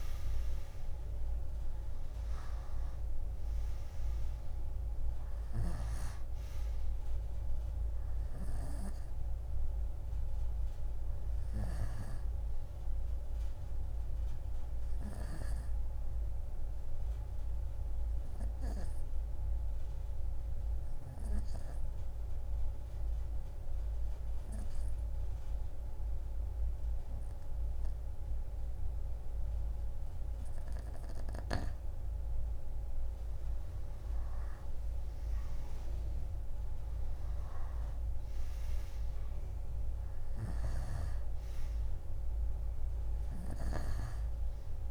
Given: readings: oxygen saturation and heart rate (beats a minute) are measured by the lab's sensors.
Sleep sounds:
breathing in sleep by a room microphone; 1
0.00-2.00 s: arousal
0.00-28.50 s: oxygen desaturation (device-marked, oxygen 86% lowest)
17.00-31.00 s: obstructive apnea (oxygen 94% before, 86% lowest)
34.00-38.50 s: arousal
40.00-43.50 s: snoring (device-marked)
41.50-44.91 s: oxygen desaturation (device-marked, oxygen 98% before, 90% lowest)
From the record:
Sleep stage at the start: N2 (light sleep); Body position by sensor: on the right side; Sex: female

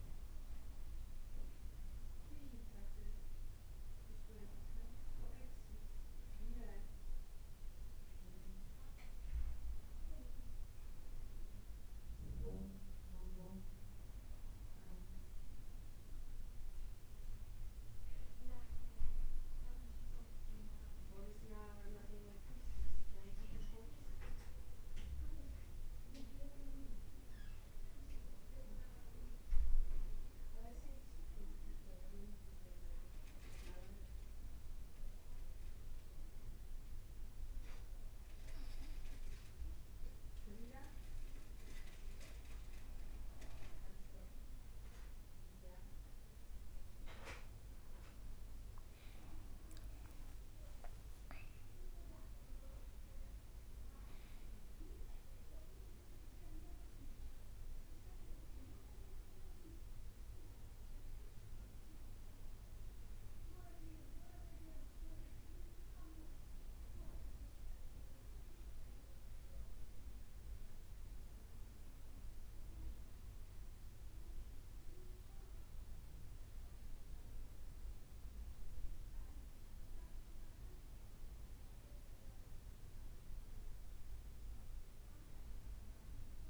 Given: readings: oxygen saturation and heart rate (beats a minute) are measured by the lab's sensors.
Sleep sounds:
breathing in sleep by a room microphone; 1
33.00-43.00 s: obstructive apnea (oxygen 95% before, 95% lowest, heart rate 62 before, 58 extreme, up 2 after)
40.50-45.50 s: leg movement (device-marked)
47.00-51.00 s: arousal
71.00-78.00 s: leg movement (device-marked)
85.00-86.50 s: leg movement (device-marked)
From the record:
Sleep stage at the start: N2 (light sleep); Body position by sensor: on the back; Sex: male

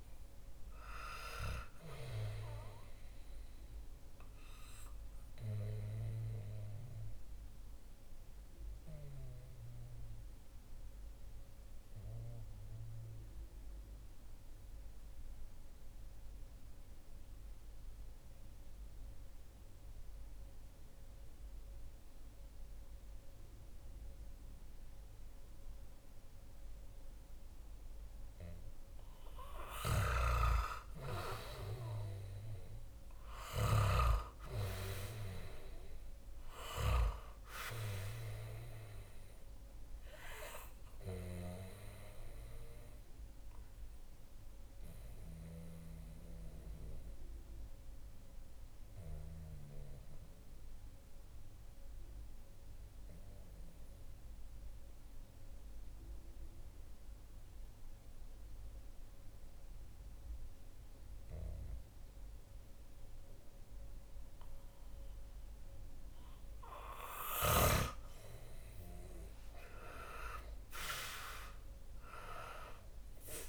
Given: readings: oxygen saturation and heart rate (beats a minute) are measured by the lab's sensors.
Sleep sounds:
breathing in sleep by a room microphone; 2
2.50-27.00 s: obstructive apnea (oxygen 97% before, 91% lowest, heart rate 67 before, 59 extreme, up 4 after)
29.50-33.50 s: snoring (device-marked)
30.50-35.50 s: arousal
36.00-57.00 s: oxygen desaturation (device-marked, oxygen 97% before, 91% lowest, heart rate 63 before, 59 extreme)
42.00-64.50 s: obstructive apnea (oxygen 98% before, 91% lowest, heart rate 65 before, 59 extreme, up 5 after)
67.00-72.00 s: arousal
70.00-73.49 s: oxygen desaturation (device-marked, oxygen 97% before, 91% lowest, heart rate 62 before, 61 extreme)
From the record:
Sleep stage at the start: N2 (light sleep); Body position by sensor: on the back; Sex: male

